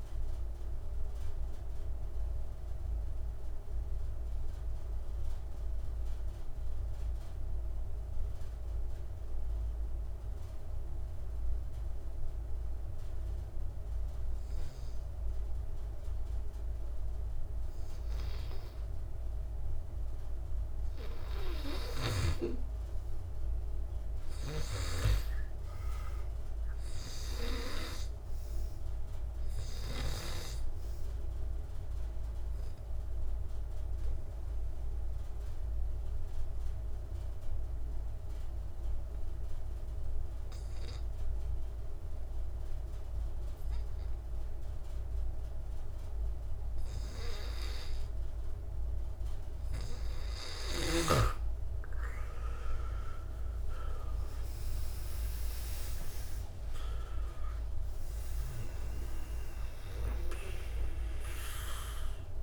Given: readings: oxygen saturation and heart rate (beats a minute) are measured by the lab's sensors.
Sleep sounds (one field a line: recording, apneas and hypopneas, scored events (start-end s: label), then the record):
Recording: breathing in sleep by a room microphone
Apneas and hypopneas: 2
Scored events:
0.00-19.00 s: oxygen desaturation (device-marked, oxygen 82% lowest)
0.50-22.00 s: mixed apnea (oxygen 98% before, 82% lowest)
23.50-27.00 s: arousal
25.00-47.00 s: oxygen desaturation (device-marked, oxygen 99% before, 89% lowest)
30.50-49.50 s: obstructive apnea (oxygen 99% before, 85% lowest)
52.00-56.00 s: arousal
56.00-62.43 s: oxygen desaturation (device-marked, oxygen 96% before, 85% lowest)
From the record:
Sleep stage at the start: N2 (light sleep)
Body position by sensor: on the back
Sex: male